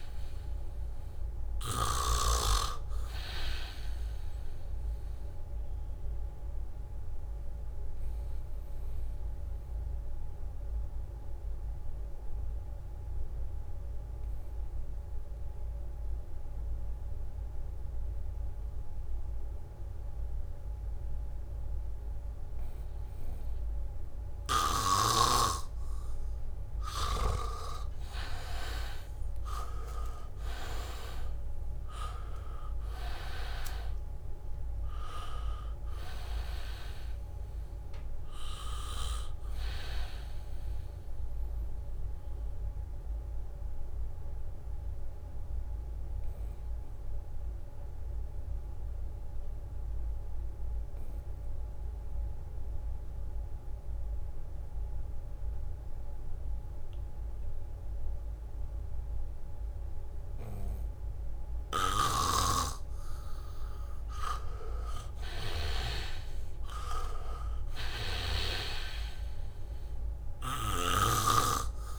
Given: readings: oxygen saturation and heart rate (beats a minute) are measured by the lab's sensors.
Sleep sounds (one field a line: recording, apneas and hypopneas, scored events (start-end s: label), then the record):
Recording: breathing in sleep by a room microphone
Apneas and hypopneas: 2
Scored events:
0.00-2.50 s: snoring (device-marked)
0.00-14.50 s: oxygen desaturation (device-marked, oxygen 81% lowest, heart rate 70 extreme)
5.00-26.00 s: obstructive apnea (oxygen 98% before, 81% lowest, heart rate 77 before, 70 extreme, up 0 after)
24.50-50.50 s: oxygen desaturation (device-marked, oxygen 99% before, 83% lowest, heart rate 79 before, 70 extreme)
27.00-28.50 s: leg movement (device-marked)
28.00-32.00 s: arousal
29.50-32.00 s: leg movement (device-marked)
43.50-63.00 s: obstructive apnea (oxygen 99% before, 81% lowest, heart rate 75 before, 74 extreme, up 2 after)
62.00-70.50 s: leg movement (device-marked)
62.50-66.50 s: snoring (device-marked)
63.50-71.98 s: oxygen desaturation (device-marked, oxygen 99% before, 84% lowest, heart rate 77 before, 74 extreme)
65.50-69.00 s: arousal
From the record:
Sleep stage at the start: N2 (light sleep)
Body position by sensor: on the back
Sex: male